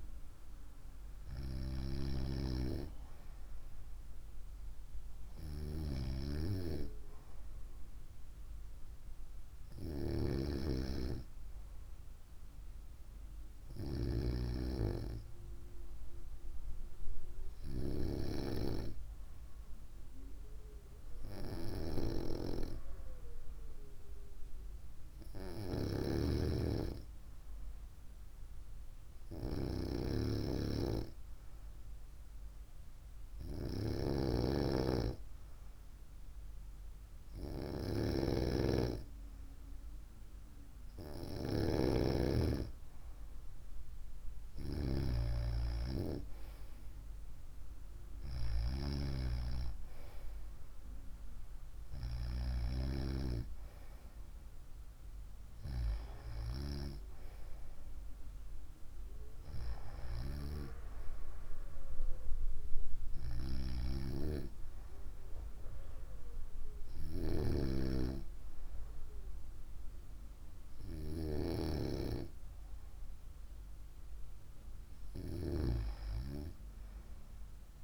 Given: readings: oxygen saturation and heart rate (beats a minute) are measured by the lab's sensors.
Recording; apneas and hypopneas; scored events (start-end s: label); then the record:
breathing in sleep by a room microphone; 1
17.00-40.00 s: hypopnea (oxygen 96% before, 94% lowest, heart rate 59 before, 56 extreme, up 5 after)
41.00-44.00 s: arousal
From the record:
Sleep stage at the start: N2 (light sleep); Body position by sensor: on the right side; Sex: female